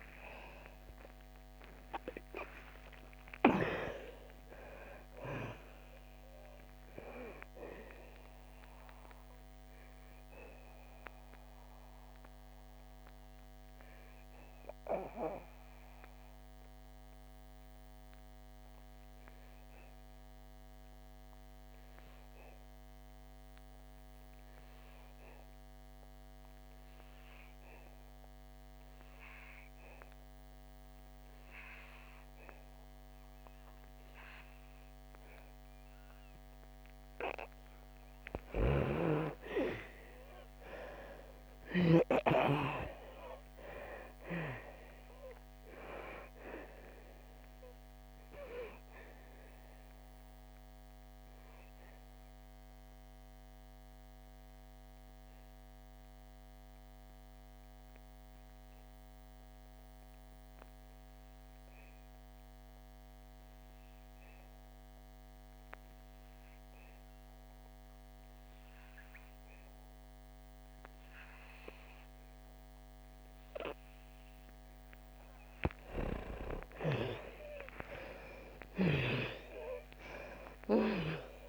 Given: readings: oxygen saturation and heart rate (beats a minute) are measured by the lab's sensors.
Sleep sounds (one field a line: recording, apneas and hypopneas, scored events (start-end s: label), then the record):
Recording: breathing in sleep by a microphone on the trachea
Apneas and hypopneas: 2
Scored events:
0.00-3.00 s: arousal
0.00-28.50 s: oxygen desaturation (device-marked, oxygen 81% lowest, heart rate 57 extreme)
10.00-37.50 s: obstructive apnea (oxygen 99% before, 81% lowest, heart rate 69 before, 56 extreme, up 5 after)
38.50-42.00 s: snoring (device-marked)
39.00-42.50 s: arousal
40.50-67.50 s: oxygen desaturation (device-marked, oxygen 99% before, 81% lowest, heart rate 62 before, 56 extreme)
49.50-75.50 s: obstructive apnea (oxygen 99% before, 81% lowest, heart rate 66 before, 55 extreme, up 55 after)
78.00-81.48 s: arousal
79.50-81.48 s: oxygen desaturation (device-marked, oxygen 99% before, 81% lowest, heart rate 63 before, 55 extreme)
From the record:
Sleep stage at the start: N2 (light sleep)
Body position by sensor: on the back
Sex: female